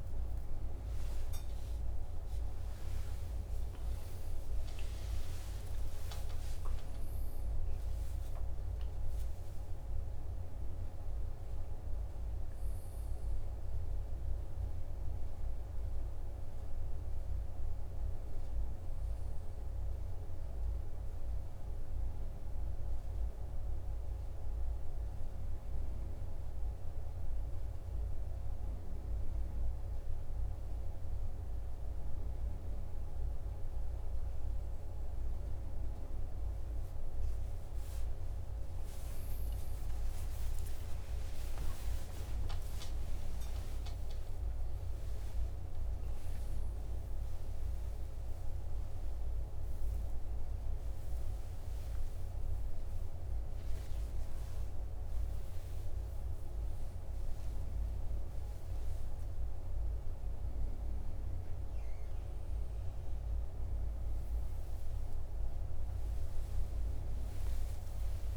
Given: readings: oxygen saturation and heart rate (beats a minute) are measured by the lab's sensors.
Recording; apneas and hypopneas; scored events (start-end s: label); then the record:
a person awake in a sleep study, hard to hear, by a room microphone; none
67.00-68.37 s: tachycardia (device-marked, heart rate 50 before, 110 extreme)
From the record:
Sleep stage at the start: awake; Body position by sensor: on the right side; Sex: male